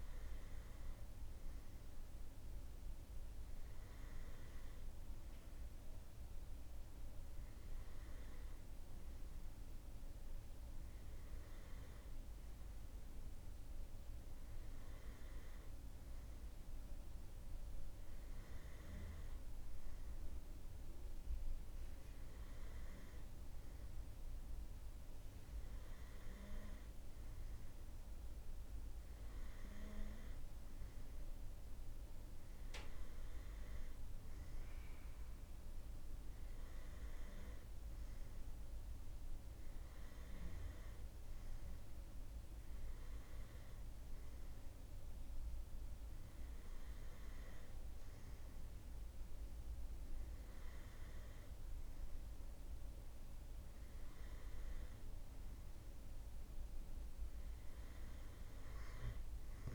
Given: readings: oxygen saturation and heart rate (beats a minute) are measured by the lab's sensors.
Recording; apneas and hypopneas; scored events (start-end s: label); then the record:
breathing in sleep, hard to hear, by a room microphone; none
none scored
From the record:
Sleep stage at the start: N2 (light sleep); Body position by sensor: on the right side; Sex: male